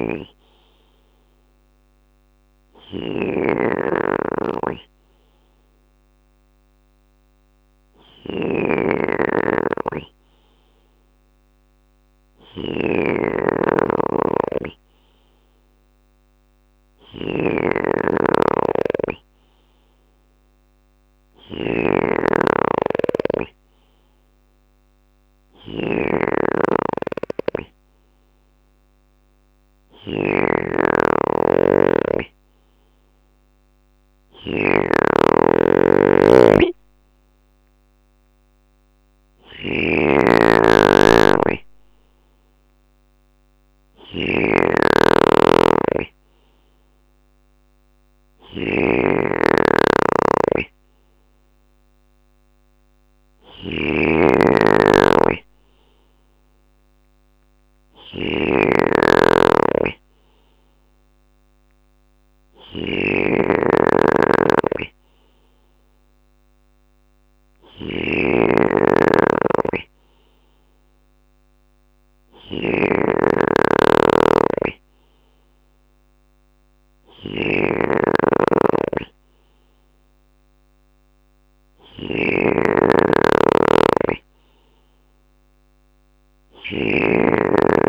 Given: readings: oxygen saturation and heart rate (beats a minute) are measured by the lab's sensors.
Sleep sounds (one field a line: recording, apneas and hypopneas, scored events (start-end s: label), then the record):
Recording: breathing in sleep by a microphone on the trachea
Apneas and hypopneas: none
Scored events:
0.00-7.00 s: drop in pulse transit time (device-marked, heart rate 57 extreme)
0.00-87.89 s: snoring (device-marked)
1.00-10.00 s: bradycardia (device-marked, heart rate 60 before, 57 extreme)
11.00-18.00 s: bradycardia (device-marked, heart rate 60 before, 58 extreme)
20.00-48.00 s: bradycardia (device-marked, heart rate 60 before, 55 extreme)
57.00-59.00 s: bradycardia (device-marked, heart rate 60 before, 61 extreme)
61.00-68.00 s: bradycardia (device-marked, heart rate 60 before, 59 extreme)
75.00-87.89 s: bradycardia (device-marked, heart rate 60 before, 57 extreme)
From the record:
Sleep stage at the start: N2 (light sleep)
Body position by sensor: on the left side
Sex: male